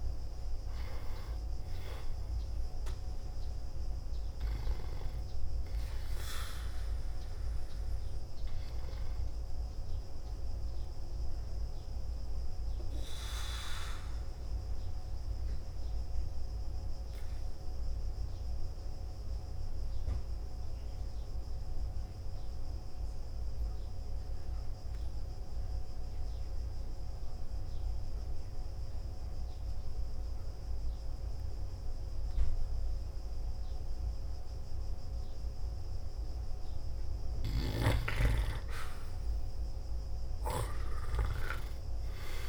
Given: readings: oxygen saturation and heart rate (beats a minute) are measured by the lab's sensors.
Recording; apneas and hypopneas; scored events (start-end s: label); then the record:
breathing in sleep by a room microphone; 1
0.00-26.50 s: oxygen desaturation (device-marked, oxygen 87% lowest, heart rate 55 extreme)
15.00-37.00 s: obstructive apnea (oxygen 98% before, 87% lowest, heart rate 62 before, 55 extreme, up 1 after)
40.00-42.48 s: arousal
From the record:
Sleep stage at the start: N2 (light sleep); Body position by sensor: on the back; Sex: male